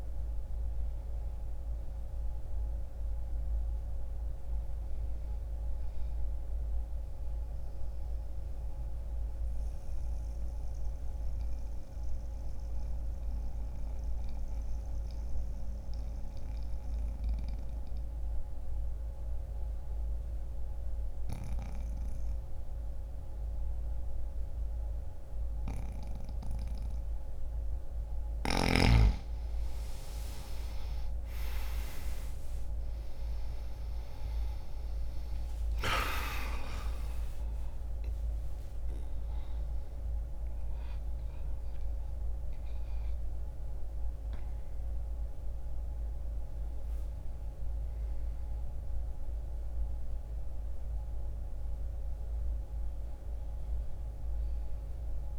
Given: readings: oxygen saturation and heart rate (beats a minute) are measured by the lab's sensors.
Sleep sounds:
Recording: breathing in sleep by a room microphone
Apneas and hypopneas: 1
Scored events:
0.00-12.00 s: oxygen desaturation (device-marked, oxygen 94% before, 88% lowest, heart rate 53 before, 46 extreme)
6.50-27.50 s: mixed apnea (oxygen 96% before, 88% lowest, heart rate 56 before, 25 extreme, up 1 after)
30.00-48.00 s: oxygen desaturation (device-marked, oxygen 97% before, 89% lowest, heart rate 64 before, 25 extreme)
30.00-55.39 s: new sleep stage, N1 (lightest sleep)
30.50-35.50 s: arousal
From the record:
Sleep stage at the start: N2 (light sleep)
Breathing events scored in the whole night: 518 in 7.1 hours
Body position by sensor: on the back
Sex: male

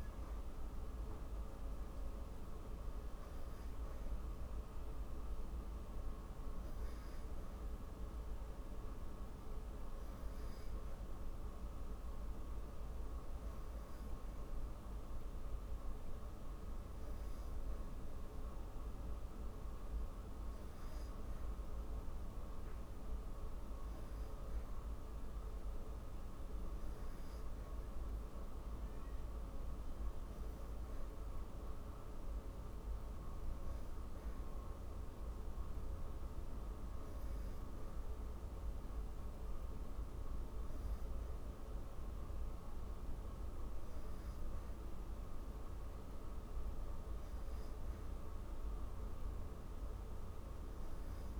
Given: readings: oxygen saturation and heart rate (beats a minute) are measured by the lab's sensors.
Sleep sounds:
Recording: breathing in sleep, hard to hear, by a room microphone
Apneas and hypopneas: none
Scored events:
none scored
From the record:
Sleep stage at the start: N3 (deep sleep)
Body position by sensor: on the back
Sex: female

